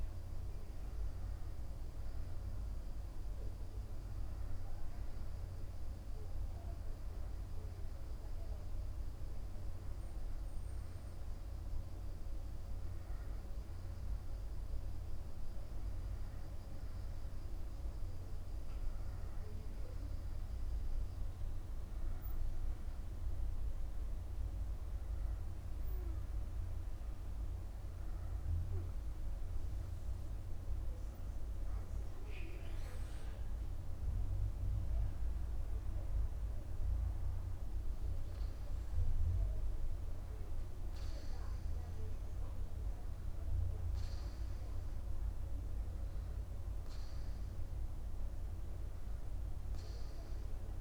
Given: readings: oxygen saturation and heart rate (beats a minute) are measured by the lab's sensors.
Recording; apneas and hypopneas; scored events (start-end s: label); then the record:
breathing in sleep, hard to hear, by a room microphone; none
none scored
From the record:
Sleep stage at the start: N2 (light sleep); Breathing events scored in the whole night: 47 in 4.1 hours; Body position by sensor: upright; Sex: male